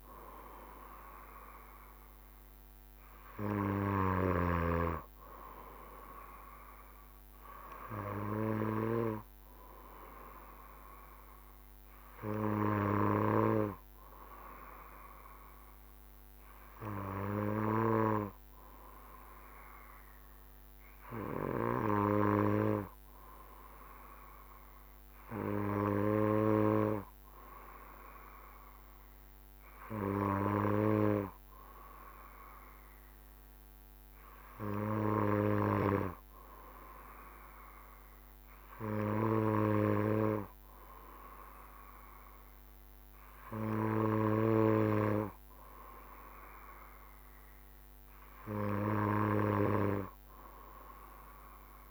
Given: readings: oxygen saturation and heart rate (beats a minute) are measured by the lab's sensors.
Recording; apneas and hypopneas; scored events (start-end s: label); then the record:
breathing in sleep by a microphone on the trachea; none
none scored
From the record:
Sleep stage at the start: N2 (light sleep); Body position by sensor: on the back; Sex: male